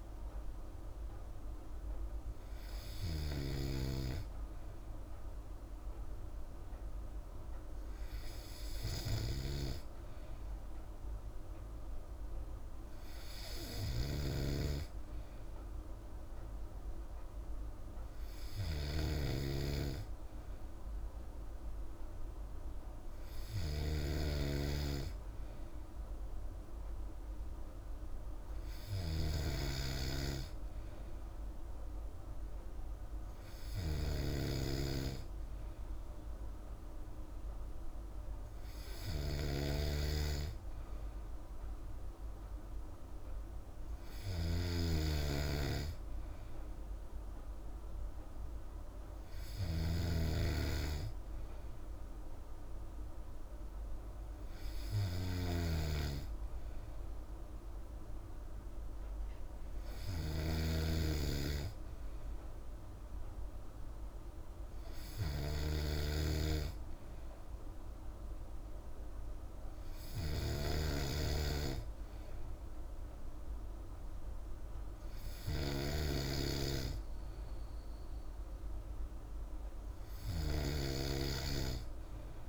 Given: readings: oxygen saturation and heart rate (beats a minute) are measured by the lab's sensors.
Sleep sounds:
breathing in sleep by a room microphone; none
0.00-82.49 s: snoring (device-marked)
From the record:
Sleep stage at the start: N3 (deep sleep); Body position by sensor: on the back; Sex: female

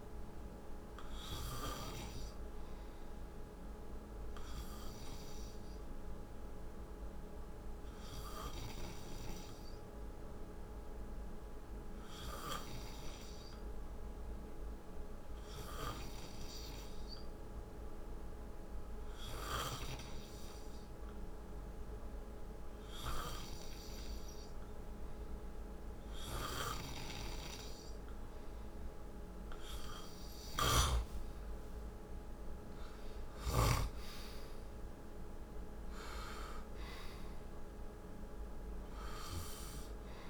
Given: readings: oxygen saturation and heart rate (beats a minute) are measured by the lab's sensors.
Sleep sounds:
breathing in sleep by a room microphone; 1
3.00-26.50 s: hypopnea (oxygen 95% before, 91% lowest, heart rate 59 before, 54 extreme, up 10 after)
30.00-36.00 s: arousal
From the record:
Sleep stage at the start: N2 (light sleep); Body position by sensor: on the right side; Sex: male

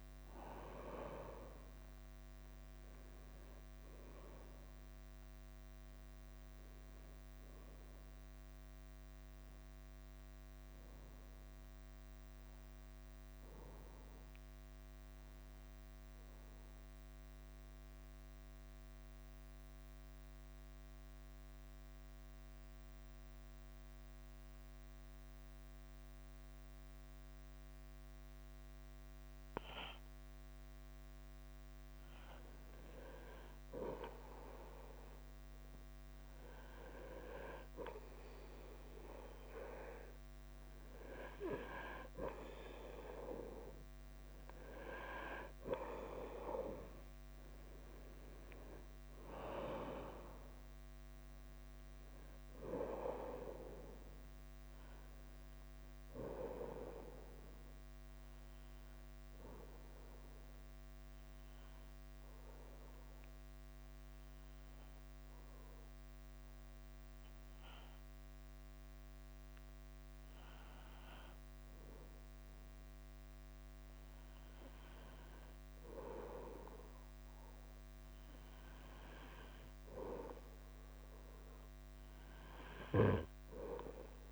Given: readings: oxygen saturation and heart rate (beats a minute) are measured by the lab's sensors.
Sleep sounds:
breathing in sleep by a microphone on the trachea; 2
0.00-84.32 s: bradycardia (device-marked, heart rate 40 extreme)
15.00-31.50 s: obstructive apnea (oxygen 99% before, 93% lowest, heart rate 49 before, 48 extreme, up 1 after)
21.50-31.50 s: oxygen desaturation (device-marked, oxygen 96% before, 93% lowest, heart rate 50 before, 49 extreme)
33.50-36.50 s: arousal
48.00-51.00 s: arousal
52.50-70.50 s: oxygen desaturation (device-marked, oxygen 96% before, 93% lowest, heart rate 50 before, 47 extreme)
57.50-75.00 s: obstructive apnea (oxygen 97% before, 93% lowest, heart rate 49 before, 46 extreme, up 2 after)
77.50-81.00 s: arousal
From the record:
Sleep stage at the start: N2 (light sleep); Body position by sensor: on the front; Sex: male

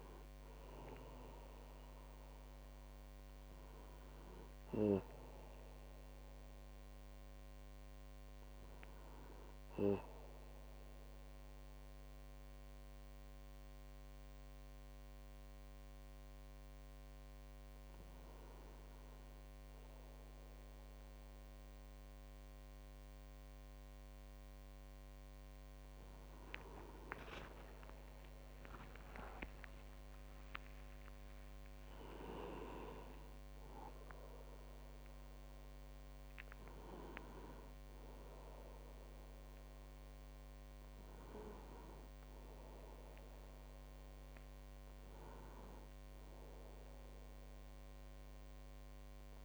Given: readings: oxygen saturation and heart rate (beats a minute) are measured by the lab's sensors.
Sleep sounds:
a person awake in a sleep study, by a microphone on the trachea; none
25.50-39.50 s: tachycardia (device-marked, heart rate 54 before, 206 extreme)
From the record:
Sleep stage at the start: awake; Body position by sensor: on the back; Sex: male

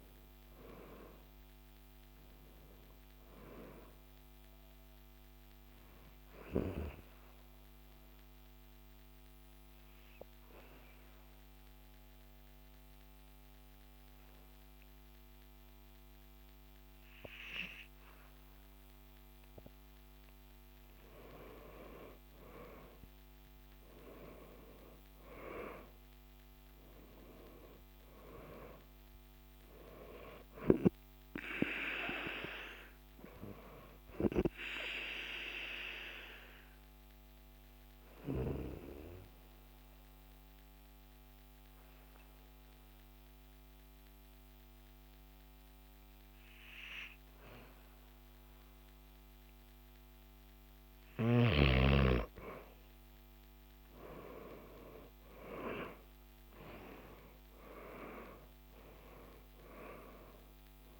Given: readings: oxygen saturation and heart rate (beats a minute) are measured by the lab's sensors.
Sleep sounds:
breathing in sleep by a microphone on the trachea; 2
0.00-2.50 s: arousal
7.00-20.50 s: obstructive apnea (oxygen 97% before, 95% lowest, heart rate 56 before, 48 extreme, up 17 after)
24.50-29.00 s: arousal
35.50-49.00 s: obstructive apnea (oxygen 98% before, 94% lowest, heart rate 57 before, 48 extreme, up 22 after)
55.50-61.00 s: arousal
From the record:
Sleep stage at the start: N2 (light sleep); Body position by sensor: on the back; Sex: male

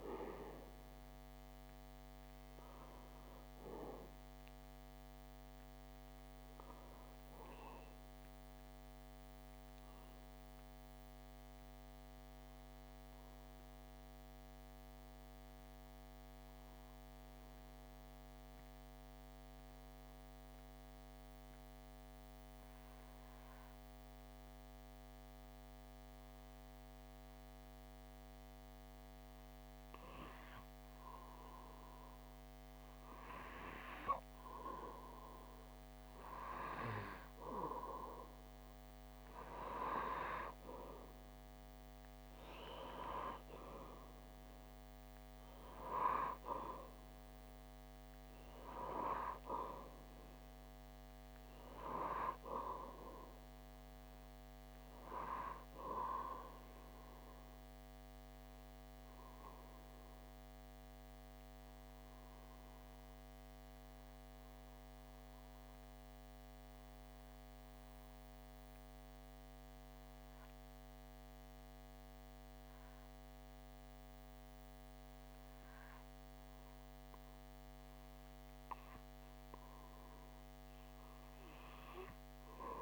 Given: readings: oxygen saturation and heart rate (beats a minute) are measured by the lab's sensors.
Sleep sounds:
breathing in sleep by a microphone on the trachea; 2
0.00-2.00 s: oxygen desaturation (device-marked, oxygen 92% lowest)
7.00-31.00 s: obstructive apnea (oxygen 95% before, 92% lowest)
32.50-36.00 s: arousal
34.00-63.00 s: oxygen desaturation (device-marked, oxygen 97% before, 92% lowest)
56.50-78.50 s: obstructive apnea (oxygen 97% before, 91% lowest)
80.00-82.82 s: oxygen desaturation (device-marked, oxygen 97% before, 91% lowest)
80.50-82.82 s: arousal
From the record:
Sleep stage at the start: N2 (light sleep); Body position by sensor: on the back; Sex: male

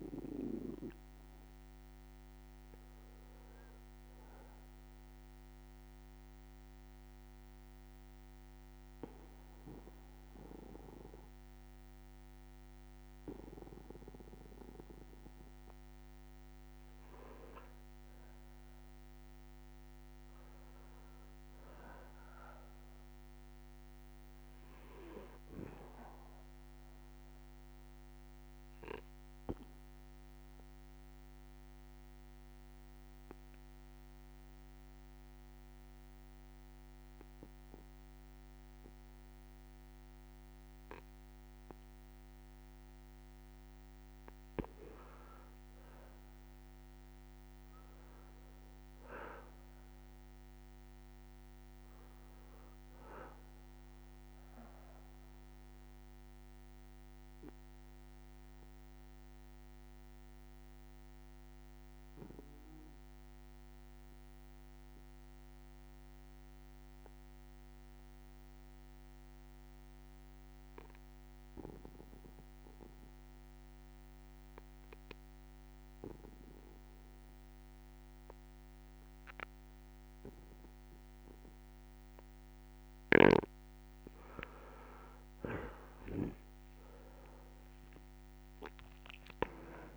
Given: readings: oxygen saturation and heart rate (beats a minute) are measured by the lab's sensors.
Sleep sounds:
breathing in sleep by a microphone on the trachea; 3
0.00-2.00 s: arousal
5.00-16.00 s: obstructive apnea (oxygen 98% before, 93% lowest, heart rate 61 before, 61 extreme, up 3 after)
18.00-22.50 s: arousal
28.00-43.00 s: obstructive apnea (oxygen 98% before, 88% lowest, heart rate 62 before, 60 extreme, up 2 after)
45.00-49.00 s: arousal
50.50-66.50 s: oxygen desaturation (device-marked, oxygen 98% before, 93% lowest, heart rate 62 before, 60 extreme)
56.00-81.50 s: obstructive apnea (oxygen 98% before, 88% lowest, heart rate 63 before, 60 extreme, up 4 after)
77.50-89.97 s: oxygen desaturation (device-marked, oxygen 98% before, 88% lowest, heart rate 61 before, 60 extreme)
84.50-89.50 s: arousal
From the record:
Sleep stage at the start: N2 (light sleep); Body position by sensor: on the back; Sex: male

